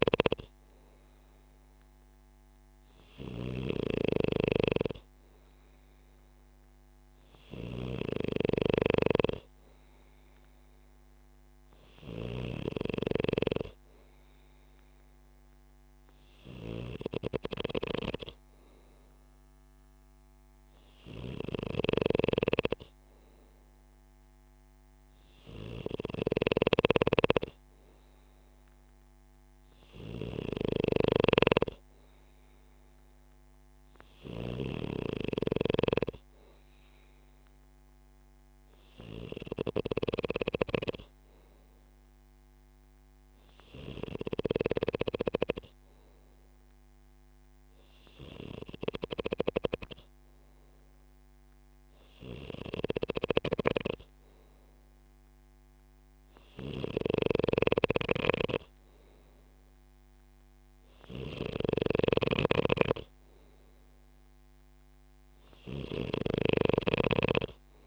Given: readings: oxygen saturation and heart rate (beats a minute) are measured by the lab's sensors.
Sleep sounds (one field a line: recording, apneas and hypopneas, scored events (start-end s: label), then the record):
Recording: breathing in sleep by a microphone on the trachea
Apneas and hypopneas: none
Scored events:
0.00-45.50 s: snoring (device-marked)
52.50-67.87 s: snoring (device-marked)
From the record:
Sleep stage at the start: N2 (light sleep)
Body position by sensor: on the back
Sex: male